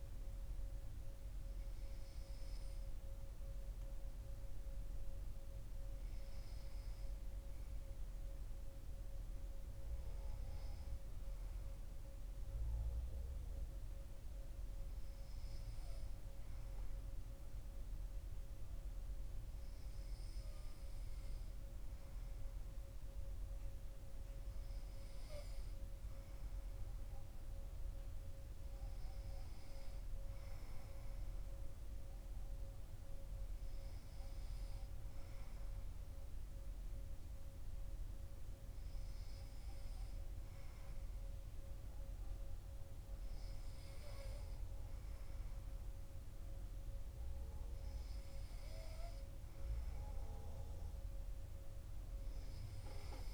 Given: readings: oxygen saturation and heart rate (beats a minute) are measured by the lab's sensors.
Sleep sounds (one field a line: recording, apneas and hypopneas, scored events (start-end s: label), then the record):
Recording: breathing in sleep, hard to hear, by a room microphone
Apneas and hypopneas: none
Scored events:
49.50-53.34 s: arousal
From the record:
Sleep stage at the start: N2 (light sleep)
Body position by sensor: on the right side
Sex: male